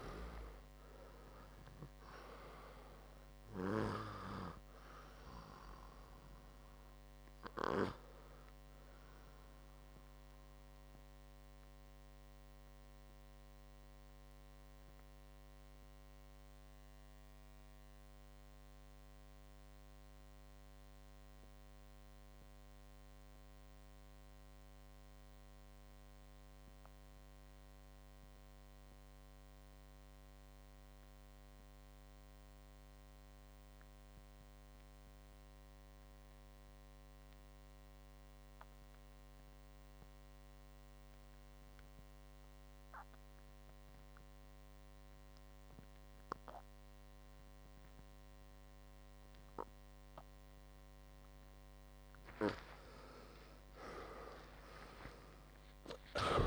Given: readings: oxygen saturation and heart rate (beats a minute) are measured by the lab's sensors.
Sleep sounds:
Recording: breathing in sleep by a microphone on the trachea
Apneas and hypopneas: 1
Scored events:
0.00-20.50 s: oxygen desaturation (device-marked, oxygen 85% lowest, heart rate 49 extreme)
11.50-50.50 s: mixed apnea (oxygen 99% before, 85% lowest, heart rate 61 before, 53 extreme, up 37 after)
35.50-56.47 s: oxygen desaturation (device-marked, oxygen 100% before, 86% lowest, heart rate 64 before, 53 extreme)
From the record:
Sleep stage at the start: REM sleep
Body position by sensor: on the right side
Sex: male

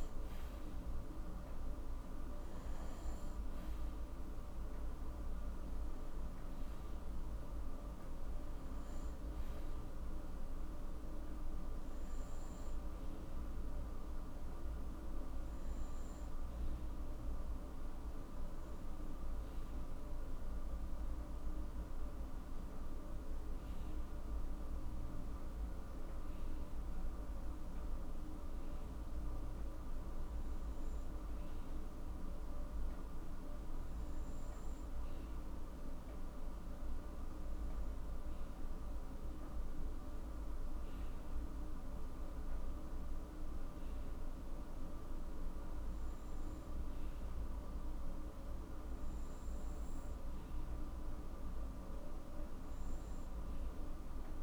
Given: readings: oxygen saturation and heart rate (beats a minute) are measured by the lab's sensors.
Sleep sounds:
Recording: breathing in sleep, hard to hear, by a room microphone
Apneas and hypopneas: none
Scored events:
none scored
From the record:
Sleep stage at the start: N2 (light sleep)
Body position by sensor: on the right side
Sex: male

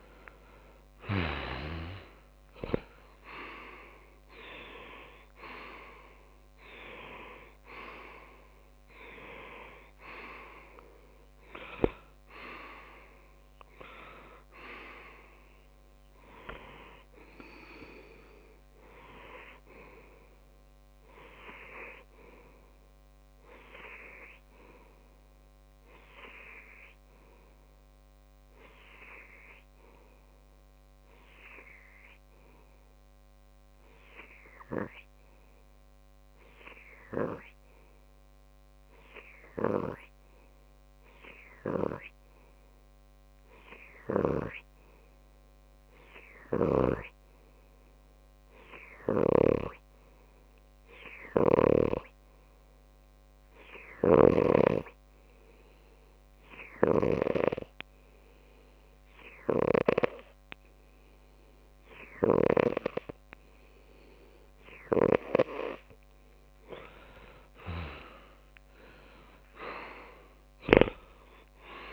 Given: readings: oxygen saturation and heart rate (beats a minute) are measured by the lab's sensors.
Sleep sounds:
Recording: breathing in sleep by a microphone on the trachea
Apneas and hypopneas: 1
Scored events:
0.50-4.50 s: arousal
28.00-64.00 s: hypopnea (oxygen 95% before, 93% lowest)
49.50-55.00 s: snoring (device-marked)
58.00-71.93 s: oxygen desaturation (device-marked, oxygen 98% before, 93% lowest)
67.00-70.00 s: arousal
From the record:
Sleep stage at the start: N2 (light sleep)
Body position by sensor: on the left side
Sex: male

